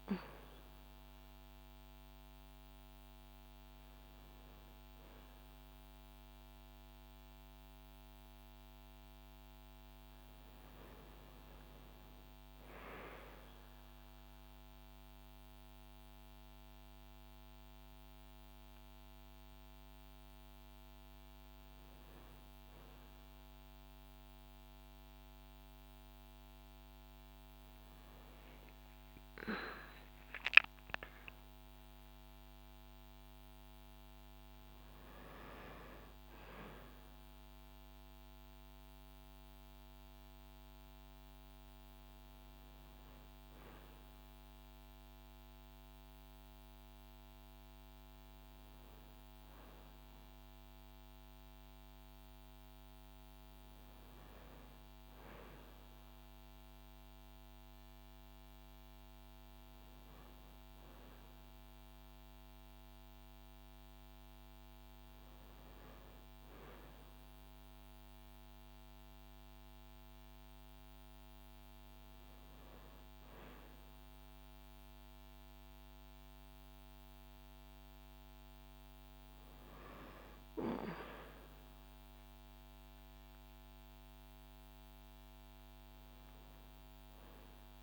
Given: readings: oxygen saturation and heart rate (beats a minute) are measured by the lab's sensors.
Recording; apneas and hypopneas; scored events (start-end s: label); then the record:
a person awake in a sleep study, by a microphone on the trachea; none
none scored
From the record:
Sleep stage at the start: awake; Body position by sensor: on the back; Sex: female